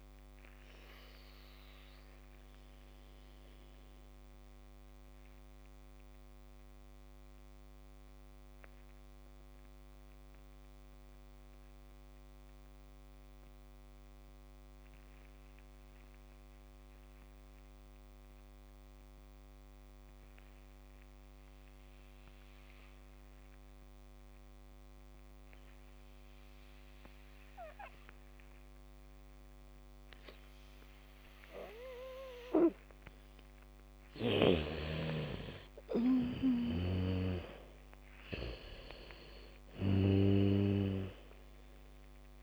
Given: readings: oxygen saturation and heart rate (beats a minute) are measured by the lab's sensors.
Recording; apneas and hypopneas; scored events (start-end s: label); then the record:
breathing in sleep by a microphone on the trachea; 1
0.00-17.50 s: oxygen desaturation (device-marked, oxygen 77% lowest, heart rate 40 extreme)
2.50-33.50 s: mixed apnea (oxygen 99% before, 77% lowest, heart rate 57 before, 54 extreme, up 3 after)
26.50-30.50 s: bradycardia (device-marked, heart rate 69 before, 59 extreme)
31.50-33.50 s: bradycardia (device-marked, heart rate 69 before, 59 extreme)
31.50-42.43 s: oxygen desaturation (device-marked, oxygen 98% before, 79% lowest, heart rate 71 before, 54 extreme)
34.50-38.50 s: bradycardia (device-marked, heart rate 69 before, 55 extreme)
36.50-40.00 s: arousal
From the record:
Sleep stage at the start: N2 (light sleep); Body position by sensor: on the back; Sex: female